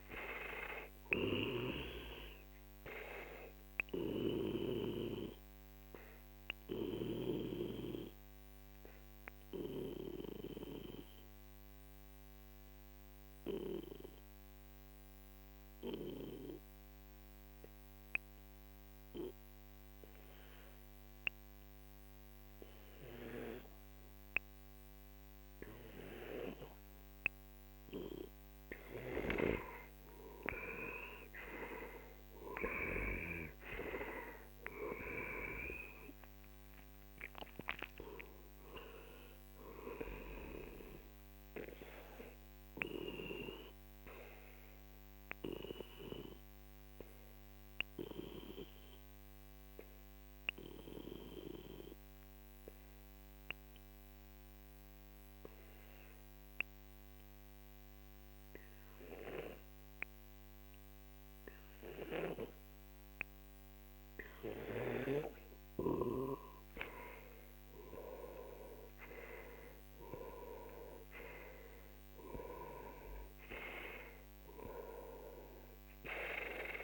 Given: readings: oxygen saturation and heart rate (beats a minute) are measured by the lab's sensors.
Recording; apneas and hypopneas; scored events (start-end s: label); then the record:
breathing in sleep by a microphone on the trachea; 2
0.00-12.50 s: oxygen desaturation (device-marked, oxygen 92% lowest, heart rate 44 extreme)
4.50-27.50 s: obstructive apnea (oxygen 97% before, 91% lowest, heart rate 56 before, 42 extreme, up 12 after)
28.50-53.50 s: oxygen desaturation (device-marked, oxygen 97% before, 92% lowest, heart rate 48 before, 42 extreme)
30.00-33.50 s: arousal
45.00-65.00 s: obstructive apnea (oxygen 97% before, 91% lowest, heart rate 57 before, 41 extreme, up 13 after)
67.50-72.00 s: arousal
68.50-76.84 s: oxygen desaturation (device-marked, oxygen 97% before, 91% lowest, heart rate 46 before, 41 extreme)
From the record:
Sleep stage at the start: N2 (light sleep); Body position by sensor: on the back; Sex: male